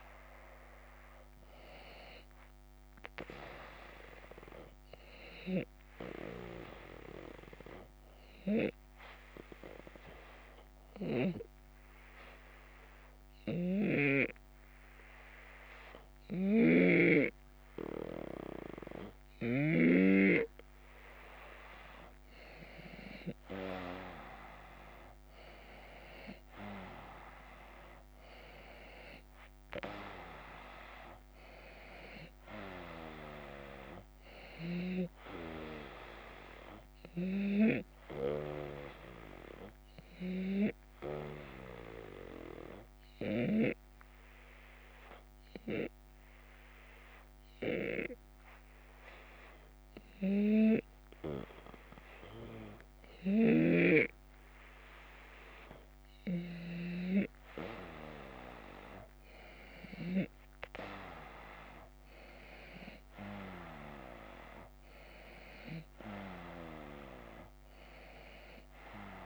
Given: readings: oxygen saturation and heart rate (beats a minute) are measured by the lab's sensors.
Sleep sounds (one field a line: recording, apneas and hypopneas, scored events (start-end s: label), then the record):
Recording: breathing in sleep by a microphone on the trachea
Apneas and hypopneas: 2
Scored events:
5.00-21.00 s: obstructive apnea (oxygen 94% before, 91% lowest, heart rate 77 before, 74 extreme, up 6 after)
13.00-19.50 s: snoring (device-marked)
23.50-28.50 s: arousal
38.50-55.50 s: obstructive apnea (oxygen 95% before, 91% lowest, heart rate 78 before, 76 extreme, up 2 after)
53.00-56.50 s: snoring (device-marked)
57.50-61.50 s: arousal
From the record:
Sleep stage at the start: N2 (light sleep)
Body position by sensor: on the back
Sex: male